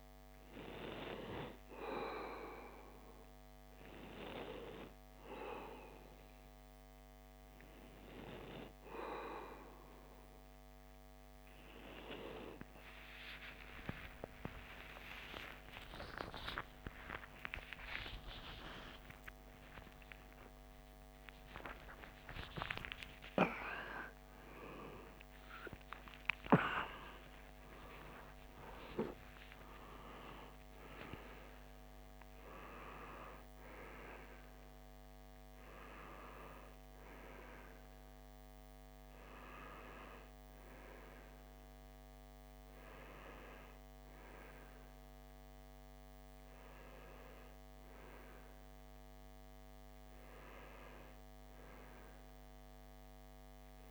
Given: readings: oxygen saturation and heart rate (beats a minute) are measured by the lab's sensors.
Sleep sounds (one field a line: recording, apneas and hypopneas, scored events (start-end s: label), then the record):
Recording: a person awake in a sleep study, by a microphone on the trachea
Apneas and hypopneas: none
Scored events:
6.50-36.50 s: new sleep stage, awake
28.50-36.50 s: oxygen desaturation (device-marked, oxygen 94% before, 90% lowest)
36.50-53.91 s: new sleep stage, N1 (lightest sleep)
From the record:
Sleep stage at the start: REM sleep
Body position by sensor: on the back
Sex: male